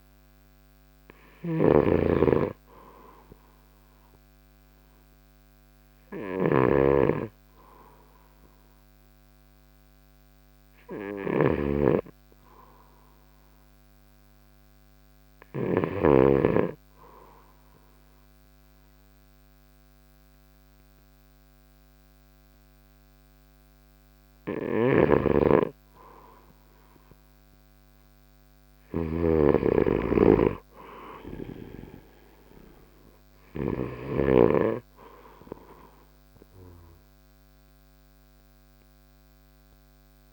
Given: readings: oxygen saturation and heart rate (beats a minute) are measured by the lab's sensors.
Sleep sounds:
breathing in sleep by a microphone on the trachea; none
0.00-16.00 s: snoring (device-marked)
25.00-34.00 s: snoring (device-marked)
36.50-40.33 s: oxygen desaturation (device-marked, oxygen 93% before, 90% lowest, heart rate 66 before, 60 extreme)
From the record:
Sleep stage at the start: N3 (deep sleep); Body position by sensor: on the right side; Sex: male

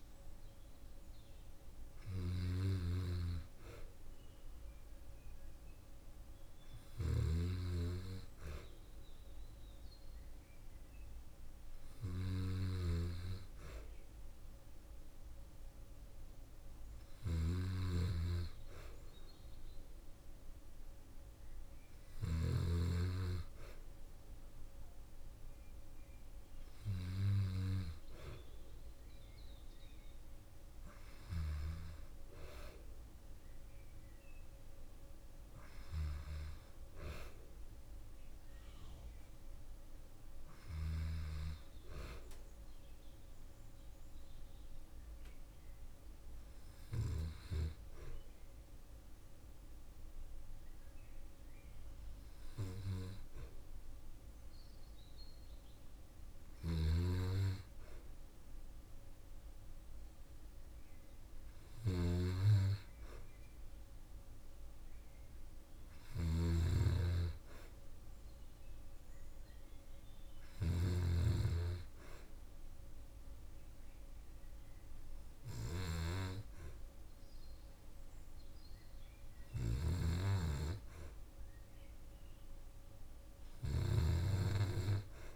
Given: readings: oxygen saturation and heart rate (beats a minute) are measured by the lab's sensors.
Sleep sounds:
breathing in sleep by a room microphone; none
61.00-66.00 s: snoring (device-marked)
From the record:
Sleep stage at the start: N2 (light sleep); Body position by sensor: on the back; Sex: female

